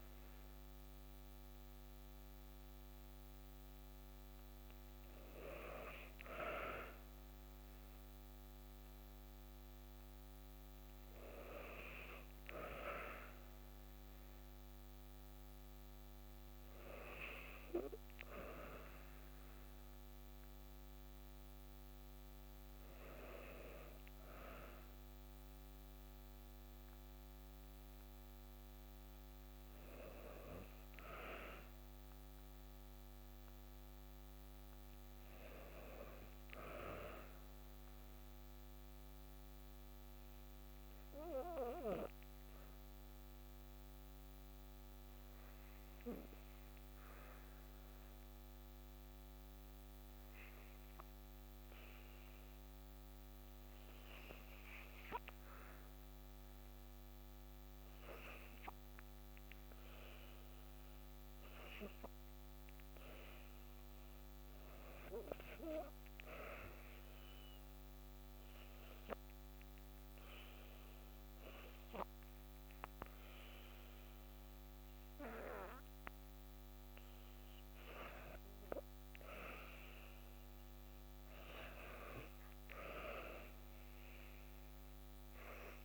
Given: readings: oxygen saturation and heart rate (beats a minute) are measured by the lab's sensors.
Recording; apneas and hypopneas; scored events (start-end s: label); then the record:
a person partly awake in a sleep study, by a microphone on the trachea; 1
3.00-85.85 s: new sleep stage, N2 (light sleep)
33.50-36.50 s: arousal
38.00-56.50 s: obstructive apnea (oxygen 96% before, 91% lowest, heart rate 55 before, 55 extreme, up 1 after)
58.50-62.00 s: arousal
74.00-85.85 s: oxygen desaturation (device-marked, oxygen 96% before, 91% lowest, heart rate 56 before, 57 extreme)
From the record:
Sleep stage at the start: awake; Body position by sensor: on the back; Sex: female